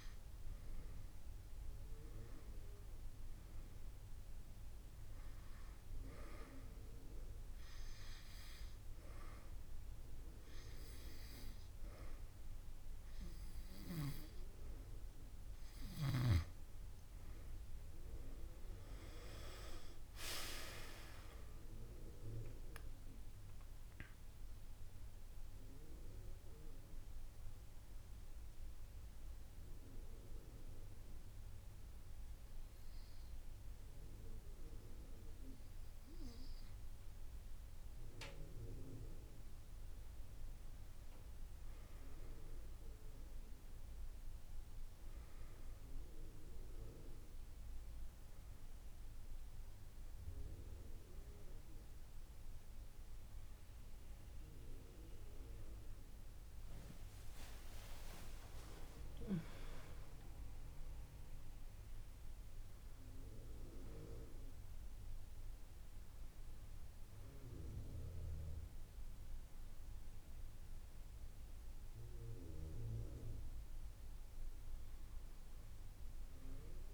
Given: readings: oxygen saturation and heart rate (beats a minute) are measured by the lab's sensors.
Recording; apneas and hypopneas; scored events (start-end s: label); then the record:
breathing in sleep by a room microphone; 2
0.00-1.50 s: arousal
0.00-1.50 s: drop in pulse transit time (device-marked)
5.00-7.00 s: long interval between heartbeats (device-marked)
6.00-17.00 s: hypopnea (oxygen 97% before, 92% lowest)
14.00-16.00 s: long interval between heartbeats (device-marked)
17.00-19.00 s: long interval between heartbeats (device-marked)
18.50-22.00 s: arousal
20.50-37.50 s: oxygen desaturation (device-marked, oxygen 96% before, 92% lowest)
26.50-38.50 s: hypopnea (oxygen 97% before, 92% lowest)
30.00-32.00 s: long interval between heartbeats (device-marked)
38.50-43.50 s: drop in pulse transit time (device-marked)
40.00-42.50 s: arousal
57.50-62.50 s: arousal
58.00-60.00 s: long interval between heartbeats (device-marked)
67.50-68.50 s: drop in pulse transit time (device-marked)
67.50-69.50 s: long interval between heartbeats (device-marked)
70.50-76.94 s: drop in pulse transit time (device-marked)
74.50-76.50 s: long interval between heartbeats (device-marked)
From the record:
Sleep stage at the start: N2 (light sleep); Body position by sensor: on the back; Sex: female